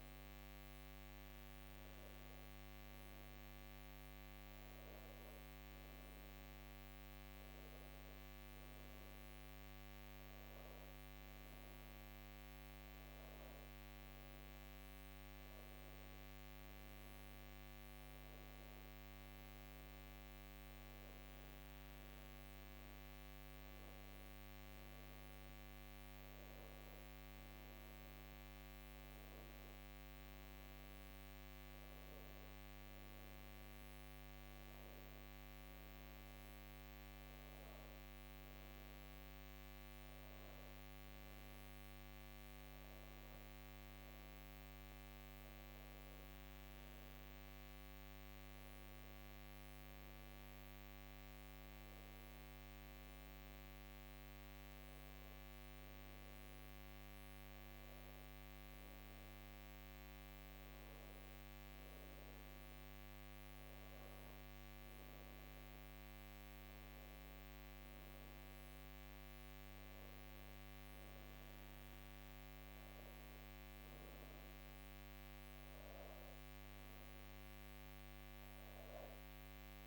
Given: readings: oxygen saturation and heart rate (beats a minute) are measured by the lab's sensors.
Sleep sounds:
breathing in sleep, hard to hear, by a microphone on the trachea; none
none scored
From the record:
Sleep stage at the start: N2 (light sleep); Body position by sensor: on the back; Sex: female

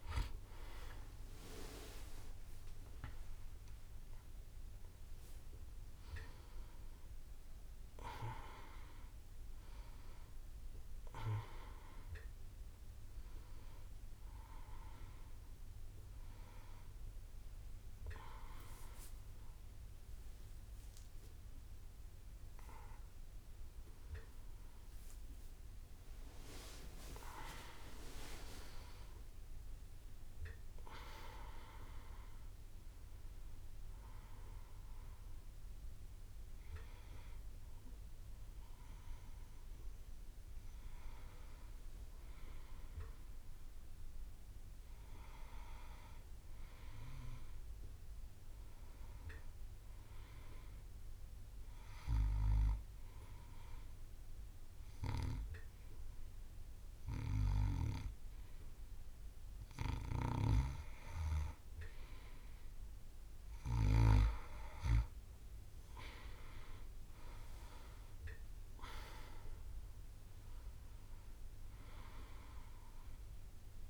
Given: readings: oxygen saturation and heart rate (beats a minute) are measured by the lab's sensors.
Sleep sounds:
breathing in sleep by a room microphone; 1
1.00-4.50 s: arousal
51.50-61.50 s: hypopnea (oxygen 98% before, 92% lowest)
65.00-69.50 s: arousal
From the record:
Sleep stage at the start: N2 (light sleep); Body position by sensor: on the back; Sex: male

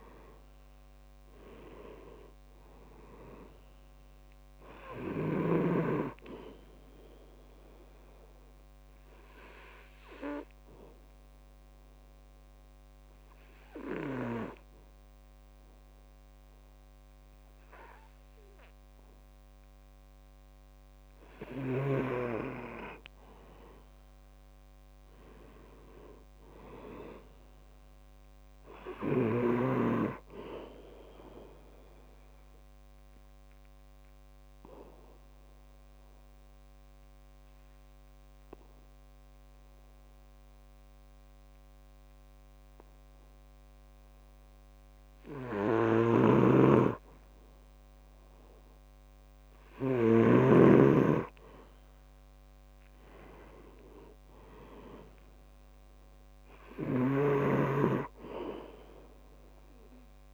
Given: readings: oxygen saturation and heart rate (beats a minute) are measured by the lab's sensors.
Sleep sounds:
breathing in sleep by a microphone on the trachea; 2
0.00-21.00 s: oxygen desaturation (device-marked, oxygen 91% lowest, heart rate 62 extreme)
8.00-20.00 s: obstructive apnea (oxygen 98% before, 91% lowest, heart rate 70 before, 63 extreme, up 9 after)
22.50-26.00 s: arousal
32.00-44.50 s: obstructive apnea (oxygen 97% before, 91% lowest, heart rate 67 before, 66 extreme, up 5 after)
46.00-50.50 s: snoring (device-marked)
47.00-50.50 s: arousal
54.00-60.34 s: oxygen desaturation (device-marked, oxygen 97% before, 92% lowest, heart rate 67 before, 66 extreme)
From the record:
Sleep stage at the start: N2 (light sleep); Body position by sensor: on the back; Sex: male

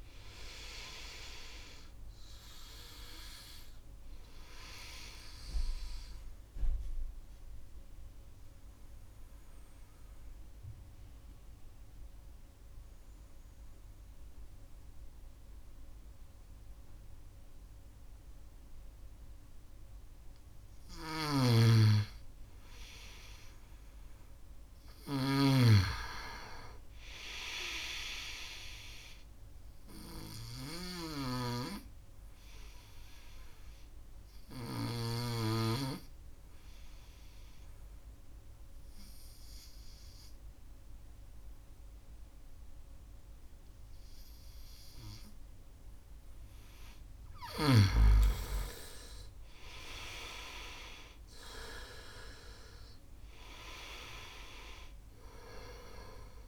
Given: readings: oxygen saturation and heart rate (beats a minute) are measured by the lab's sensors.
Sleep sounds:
breathing in sleep by a room microphone; 2
0.00-17.00 s: oxygen desaturation (device-marked, oxygen 90% lowest, heart rate 63 extreme)
6.50-20.50 s: obstructive apnea (oxygen 97% before, 89% lowest, heart rate 70 before, 67 extreme, up 7 after)
21.00-31.00 s: snoring (device-marked)
22.00-26.50 s: arousal
30.00-44.00 s: oxygen desaturation (device-marked, oxygen 98% before, 93% lowest, heart rate 70 before, 64 extreme)
30.50-46.00 s: obstructive apnea (oxygen 98% before, 89% lowest, heart rate 70 before, 64 extreme, up 4 after)
49.50-54.00 s: arousal
50.00-56.48 s: oxygen desaturation (device-marked, oxygen 96% before, 89% lowest, heart rate 72 before, 64 extreme)
From the record:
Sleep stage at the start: N2 (light sleep); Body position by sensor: on the right side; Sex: male

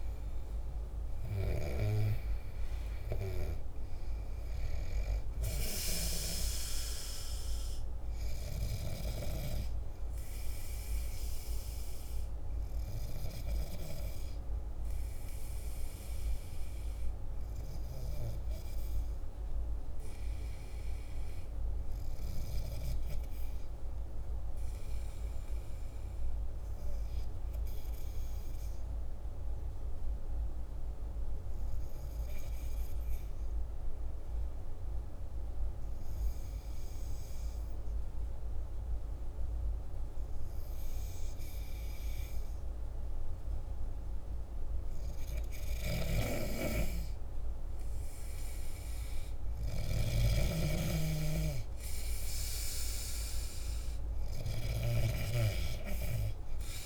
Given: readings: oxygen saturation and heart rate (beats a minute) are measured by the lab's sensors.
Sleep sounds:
breathing in sleep by a room microphone; 1
0.00-8.50 s: oxygen desaturation (device-marked, oxygen 92% lowest, heart rate 46 extreme)
19.50-35.50 s: hypopnea (oxygen 95% before, 93% lowest, heart rate 53 before, 47 extreme, up 1 after)
38.50-42.50 s: arousal
42.50-56.86 s: oxygen desaturation (device-marked, oxygen 99% before, 93% lowest, heart rate 48 before, 49 extreme)
49.50-54.50 s: snoring (device-marked)
From the record:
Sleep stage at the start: N2 (light sleep); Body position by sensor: on the back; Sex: male

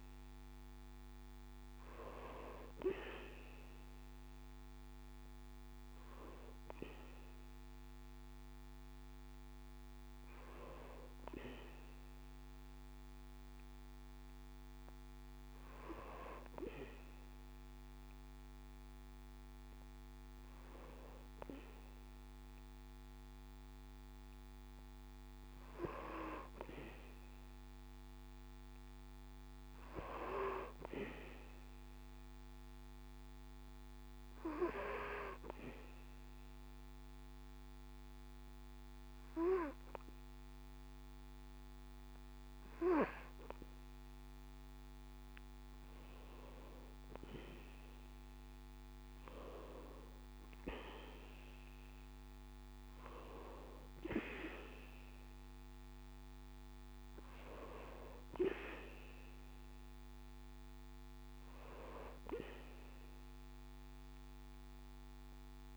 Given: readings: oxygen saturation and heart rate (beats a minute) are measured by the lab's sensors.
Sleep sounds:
breathing in sleep by a microphone on the trachea; 1
28.00-32.00 s: arousal
35.50-46.50 s: obstructive apnea (oxygen 98% before, 95% lowest, heart rate 68 before, 65 extreme, up 8 after)
48.50-51.50 s: arousal
From the record:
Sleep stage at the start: N2 (light sleep); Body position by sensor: on the back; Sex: male

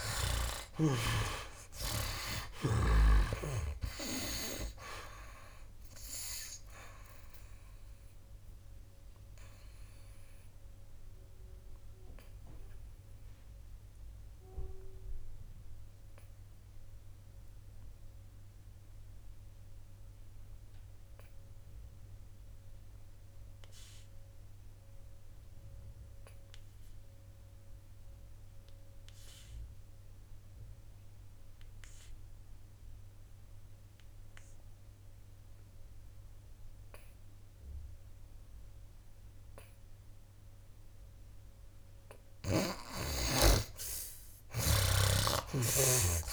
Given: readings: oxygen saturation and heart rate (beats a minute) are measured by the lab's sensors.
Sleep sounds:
breathing in sleep by a room microphone; 1
0.00-3.00 s: arousal
0.00-4.00 s: snoring (device-marked)
0.00-32.00 s: oxygen desaturation (device-marked, oxygen 68% lowest, heart rate 58 extreme)
8.50-41.50 s: obstructive apnea (oxygen 97% before, 67% lowest, heart rate 71 before, 58 extreme, up 16 after)
45.00-46.32 s: oxygen desaturation (device-marked, oxygen 94% before, 67% lowest, heart rate 62 before, 58 extreme)
From the record:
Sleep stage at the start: N2 (light sleep); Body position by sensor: on the back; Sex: male

